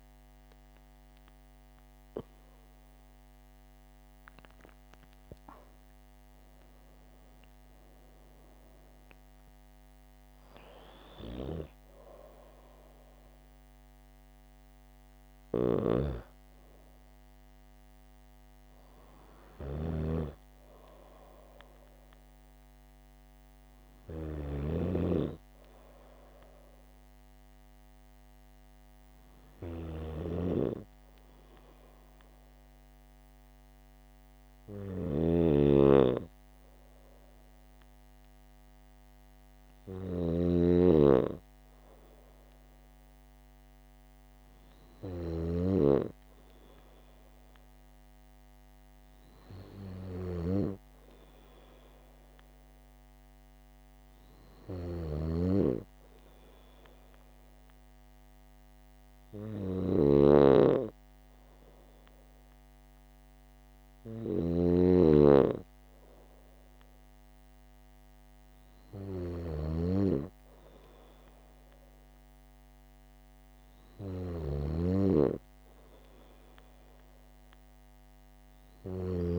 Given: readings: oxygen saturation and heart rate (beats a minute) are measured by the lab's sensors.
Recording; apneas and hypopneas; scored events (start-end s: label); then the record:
breathing in sleep by a microphone on the trachea; none
15.50-45.50 s: snoring (device-marked)
55.00-79.39 s: snoring (device-marked)
From the record:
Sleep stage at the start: N2 (light sleep); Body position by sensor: on the back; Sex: female